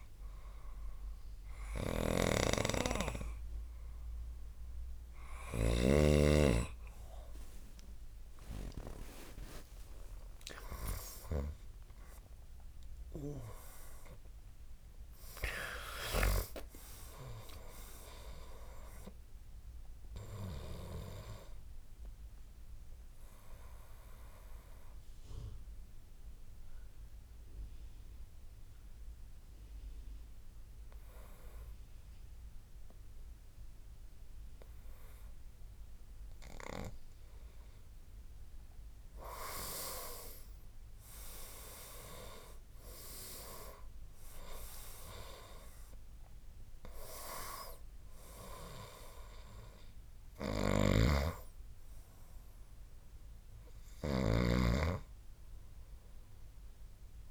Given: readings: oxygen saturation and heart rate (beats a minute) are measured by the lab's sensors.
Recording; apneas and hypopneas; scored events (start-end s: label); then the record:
breathing in sleep by a room microphone; 1
0.00-6.00 s: snoring (device-marked)
6.50-10.50 s: tachycardia (device-marked, heart rate 71 before, 102 extreme)
9.00-14.00 s: arousal
13.50-22.50 s: oxygen desaturation (device-marked, oxygen 95% before, 92% lowest, heart rate 82 before, 69 extreme)
17.50-57.31 s: new sleep stage, N2 (light sleep)
20.50-36.50 s: obstructive apnea (oxygen 95% before, 92% lowest, heart rate 90 before, 69 extreme, up 9 after)
39.50-42.50 s: arousal
50.50-57.31 s: snoring (device-marked)
From the record:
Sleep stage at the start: N3 (deep sleep); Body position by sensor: on the right side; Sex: male